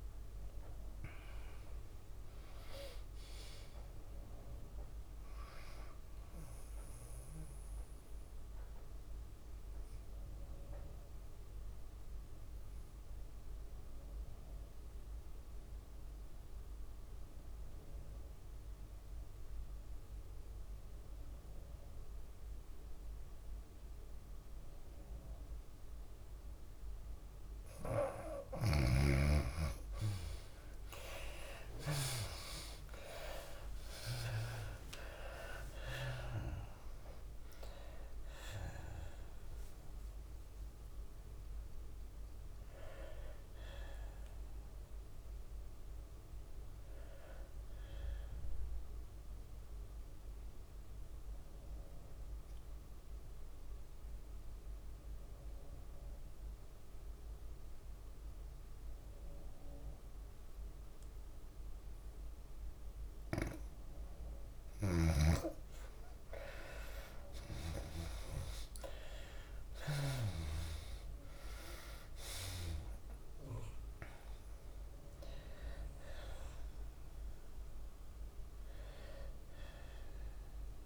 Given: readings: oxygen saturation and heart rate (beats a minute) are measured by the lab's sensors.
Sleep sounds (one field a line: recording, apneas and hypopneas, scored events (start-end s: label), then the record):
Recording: breathing in sleep by a room microphone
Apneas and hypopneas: 2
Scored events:
0.00-11.50 s: drop in pulse transit time (device-marked, heart rate 103 extreme)
0.00-14.50 s: oxygen desaturation (device-marked, oxygen 89% lowest, heart rate 99 extreme)
0.00-17.50 s: tachycardia (device-marked, heart rate 128 extreme)
5.50-7.50 s: long interval between heartbeats (device-marked, heart rate 103 before, 126 extreme)
9.50-28.00 s: obstructive apnea (oxygen 99% before, 83% lowest, heart rate 108 before, 99 extreme, up 58 after)
25.50-48.50 s: oxygen desaturation (device-marked, oxygen 96% before, 83% lowest, heart rate 109 before, 101 extreme)
28.50-80.86 s: tachycardia (device-marked, heart rate 102 before, 159 extreme)
31.50-36.00 s: arousal
33.00-35.00 s: long interval between heartbeats (device-marked, heart rate 101 before, 121 extreme)
33.50-43.50 s: drop in pulse transit time (device-marked, heart rate 102 before, 124 extreme)
40.50-42.50 s: long interval between heartbeats (device-marked, heart rate 119 before, 124 extreme)
43.00-45.00 s: long interval between heartbeats (device-marked, heart rate 123 before, 124 extreme)
45.50-55.50 s: drop in pulse transit time (device-marked, heart rate 127 before, 114 extreme)
47.00-49.00 s: long interval between heartbeats (device-marked, heart rate 128 before, 118 extreme)
49.50-51.50 s: long interval between heartbeats (device-marked, heart rate 132 before, 118 extreme)
50.50-64.00 s: obstructive apnea (oxygen 98% before, 84% lowest, heart rate 134 before, 101 extreme, up 2 after)
52.00-54.00 s: long interval between heartbeats (device-marked, heart rate 135 before, 128 extreme)
65.50-80.86 s: oxygen desaturation (device-marked, oxygen 97% before, 85% lowest, heart rate 115 before, 98 extreme)
66.50-70.00 s: arousal
71.50-80.86 s: drop in pulse transit time (device-marked, heart rate 109 before, 103 extreme)
From the record:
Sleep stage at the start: N2 (light sleep)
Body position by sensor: on the left side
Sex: female